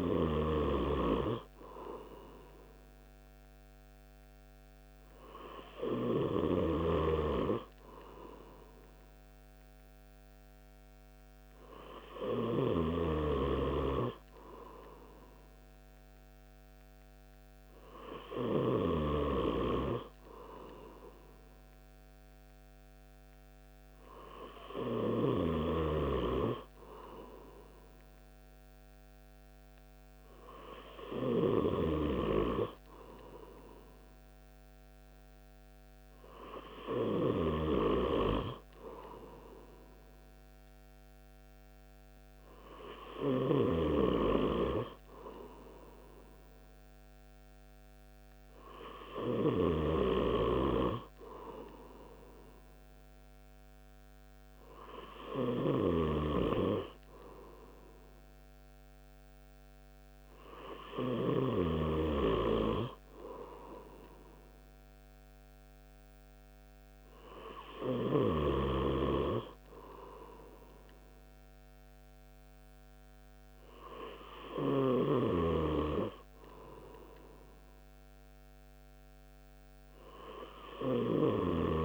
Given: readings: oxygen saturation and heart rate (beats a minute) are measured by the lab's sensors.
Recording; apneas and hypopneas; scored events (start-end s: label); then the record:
breathing in sleep by a microphone on the trachea; none
7.00-13.50 s: snoring (device-marked)
56.00-62.50 s: snoring (device-marked)
From the record:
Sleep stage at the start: N3 (deep sleep); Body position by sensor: on the right side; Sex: male